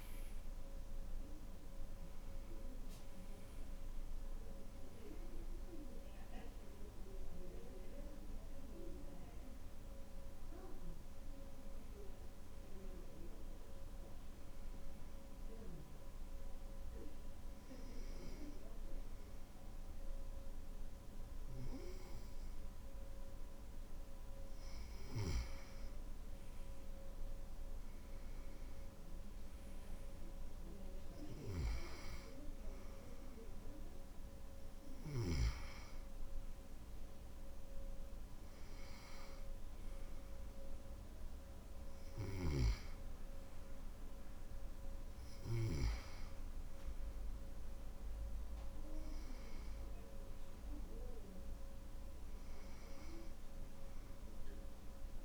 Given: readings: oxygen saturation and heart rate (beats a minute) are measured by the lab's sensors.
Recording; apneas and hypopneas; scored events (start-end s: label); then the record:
breathing in sleep by a room microphone; 1
3.50-13.50 s: oxygen desaturation (device-marked, oxygen 96% before, 92% lowest, heart rate 67 before, 60 extreme)
14.50-26.50 s: hypopnea (oxygen 96% before, 93% lowest, heart rate 71 before, 60 extreme, up 11 after)
30.00-33.00 s: arousal
From the record:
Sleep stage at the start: N2 (light sleep); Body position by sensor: on the back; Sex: male